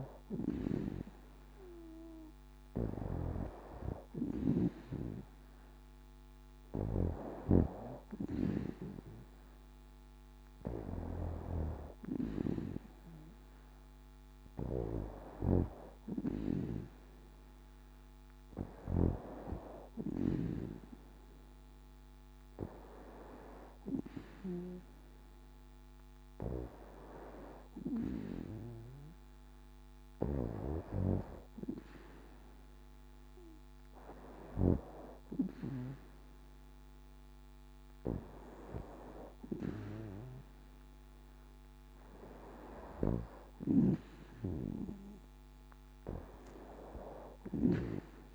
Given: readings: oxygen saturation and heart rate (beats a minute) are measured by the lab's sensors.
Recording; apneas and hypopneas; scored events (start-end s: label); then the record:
breathing in sleep by a microphone on the trachea; none
none scored
From the record:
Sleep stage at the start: N2 (light sleep); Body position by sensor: on the back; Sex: female